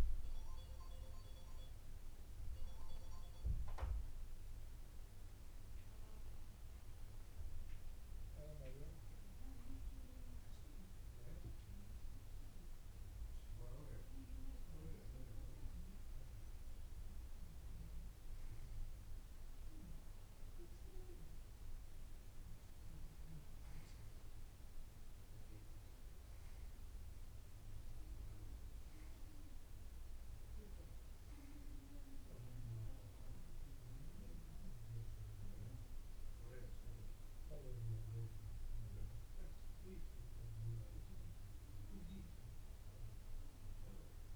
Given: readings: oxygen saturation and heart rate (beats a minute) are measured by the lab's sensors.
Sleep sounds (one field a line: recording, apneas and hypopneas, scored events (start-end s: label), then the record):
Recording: breathing in sleep by a room microphone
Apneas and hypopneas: none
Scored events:
none scored
From the record:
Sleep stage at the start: N2 (light sleep)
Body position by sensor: on the back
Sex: male